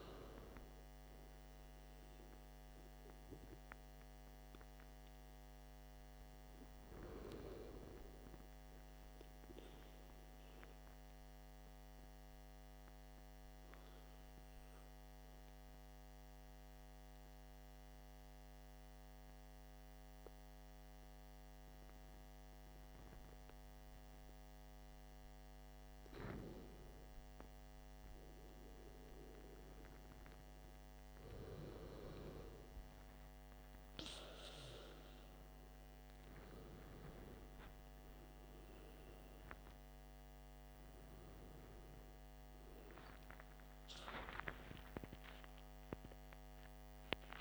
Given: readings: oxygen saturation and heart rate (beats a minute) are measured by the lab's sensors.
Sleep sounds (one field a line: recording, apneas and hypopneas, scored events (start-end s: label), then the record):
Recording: breathing in sleep by a microphone on the trachea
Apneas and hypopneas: 1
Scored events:
12.00-26.00 s: obstructive apnea (oxygen 96% before, 93% lowest, heart rate 60 before, 58 extreme, up 9 after)
42.50-47.41 s: tachycardia (device-marked, heart rate 60 before, 179 extreme)
44.00-47.41 s: arousal
From the record:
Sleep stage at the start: N2 (light sleep)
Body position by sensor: on the back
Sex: male